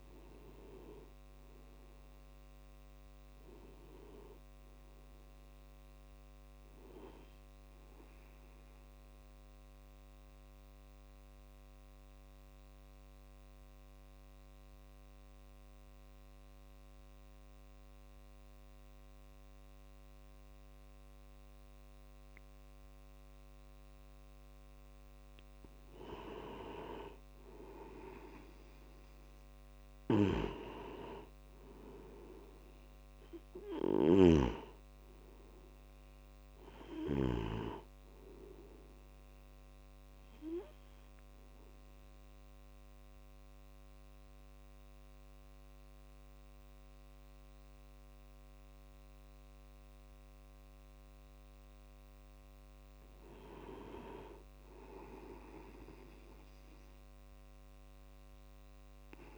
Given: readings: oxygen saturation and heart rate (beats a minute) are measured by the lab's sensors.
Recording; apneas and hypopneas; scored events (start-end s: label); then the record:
breathing in sleep by a microphone on the trachea; 2
0.00-9.50 s: oxygen desaturation (device-marked, oxygen 91% lowest, heart rate 79 extreme)
0.00-59.37 s: tachycardia (device-marked, heart rate 209 extreme)
10.00-24.50 s: obstructive apnea (oxygen 96% before, 92% lowest, heart rate 97 before, 112 extreme, up 32 after)
28.00-33.00 s: arousal
28.50-53.50 s: oxygen desaturation (device-marked, oxygen 97% before, 92% lowest, heart rate 127 before, 136 extreme)
30.00-37.50 s: snoring (device-marked)
41.50-52.00 s: obstructive apnea (oxygen 97% before, 92% lowest, heart rate 151 before, 136 extreme, up 20 after)
From the record:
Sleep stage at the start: N2 (light sleep); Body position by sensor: on the back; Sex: male